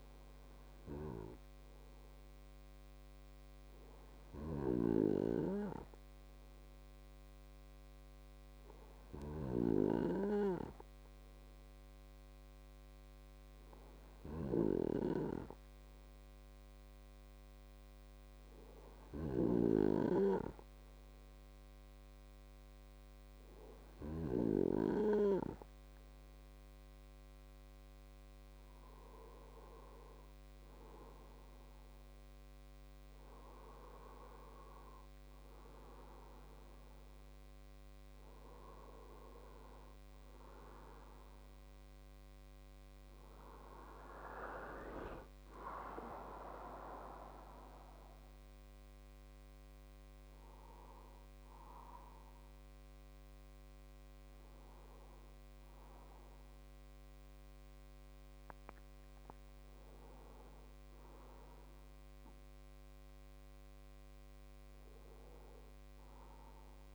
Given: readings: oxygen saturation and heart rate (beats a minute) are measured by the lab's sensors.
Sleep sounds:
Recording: breathing in sleep by a microphone on the trachea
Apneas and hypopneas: none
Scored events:
40.50-44.50 s: arousal
From the record:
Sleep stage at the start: N2 (light sleep)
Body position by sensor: on the right side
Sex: male

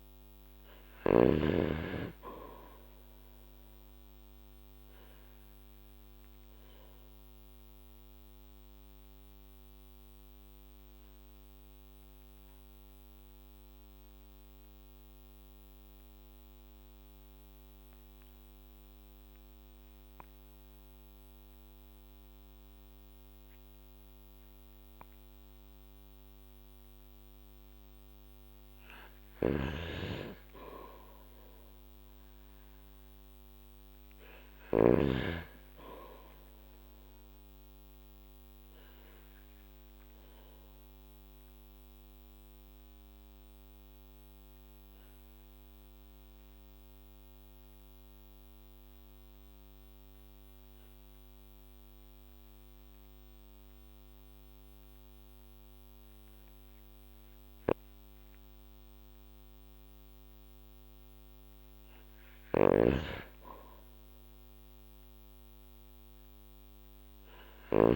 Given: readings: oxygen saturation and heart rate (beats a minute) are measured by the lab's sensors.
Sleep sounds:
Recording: breathing in sleep by a microphone on the trachea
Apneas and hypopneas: 2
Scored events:
0.00-1.00 s: snoring (device-marked)
0.00-4.50 s: oxygen desaturation (device-marked, oxygen 94% lowest, heart rate 46 extreme)
5.50-28.00 s: obstructive apnea (oxygen 98% before, 93% lowest, heart rate 51 before, 46 extreme, up 6 after)
29.00-35.00 s: snoring (device-marked)
29.50-33.00 s: arousal
33.50-51.50 s: oxygen desaturation (device-marked, oxygen 98% before, 93% lowest, heart rate 49 before, 48 extreme)
38.00-59.00 s: obstructive apnea (oxygen 98% before, 93% lowest, heart rate 50 before, 47 extreme, up 2 after)
62.00-67.96 s: snoring (device-marked)
63.00-67.00 s: arousal
From the record:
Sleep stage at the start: N2 (light sleep)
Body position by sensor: on the back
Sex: male

